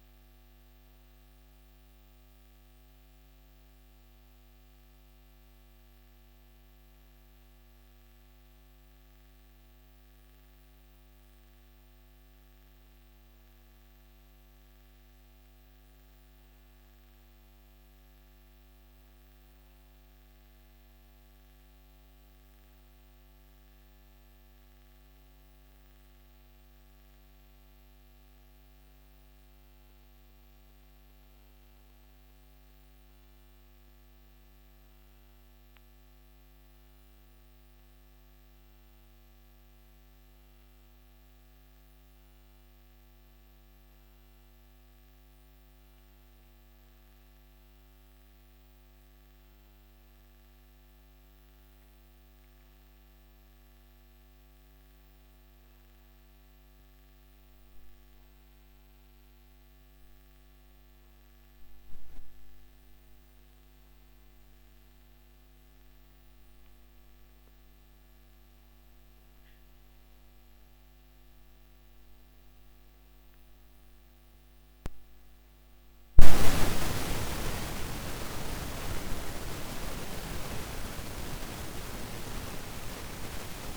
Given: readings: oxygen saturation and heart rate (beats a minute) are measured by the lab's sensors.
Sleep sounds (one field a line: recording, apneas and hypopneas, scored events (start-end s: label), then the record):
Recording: breathing in sleep by a microphone on the trachea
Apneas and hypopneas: none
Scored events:
4.50-9.00 s: arousal
From the record:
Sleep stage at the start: N2 (light sleep)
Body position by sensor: on the back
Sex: female